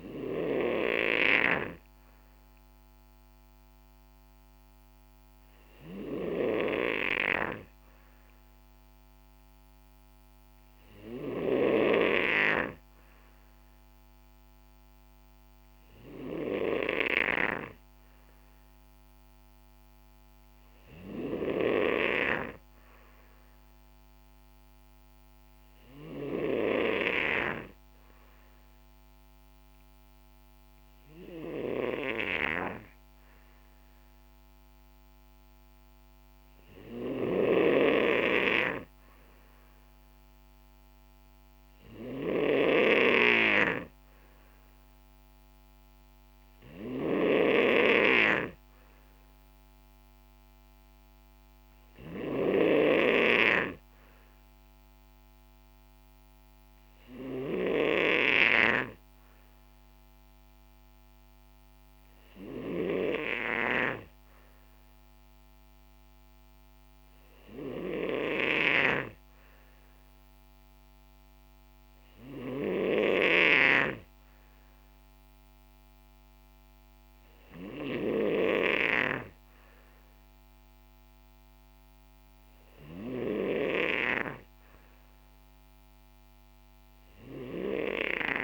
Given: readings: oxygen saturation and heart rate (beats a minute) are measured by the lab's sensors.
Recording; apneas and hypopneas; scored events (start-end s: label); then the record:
breathing in sleep by a microphone on the trachea; 1
0.00-8.50 s: oxygen desaturation (device-marked, oxygen 88% lowest, heart rate 58 extreme)
21.00-24.00 s: arousal
26.50-37.50 s: hypopnea (oxygen 93% before, 90% lowest, heart rate 61 before, 61 extreme, up 2 after)
39.00-42.50 s: arousal
From the record:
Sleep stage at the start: N2 (light sleep); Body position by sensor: on the back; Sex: male